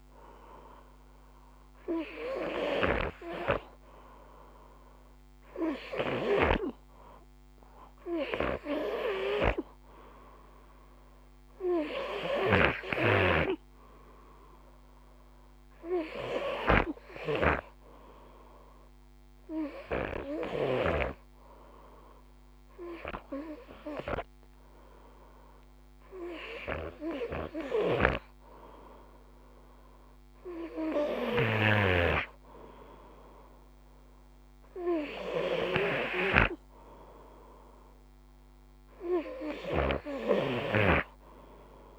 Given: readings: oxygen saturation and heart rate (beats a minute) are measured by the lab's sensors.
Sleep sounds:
breathing in sleep by a microphone on the trachea; none
15.50-20.00 s: snoring (device-marked)
26.50-39.00 s: snoring (device-marked)
From the record:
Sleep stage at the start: N2 (light sleep); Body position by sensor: on the right side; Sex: male

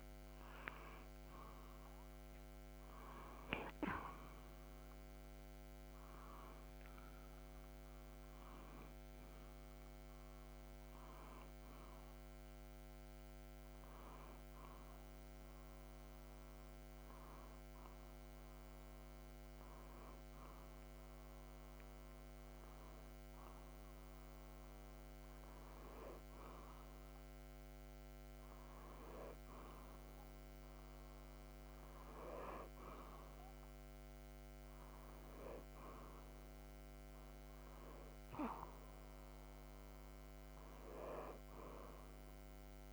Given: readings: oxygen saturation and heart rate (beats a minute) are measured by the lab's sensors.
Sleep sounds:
breathing in sleep by a microphone on the trachea; none
none scored
From the record:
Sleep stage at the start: N2 (light sleep); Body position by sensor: upright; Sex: male

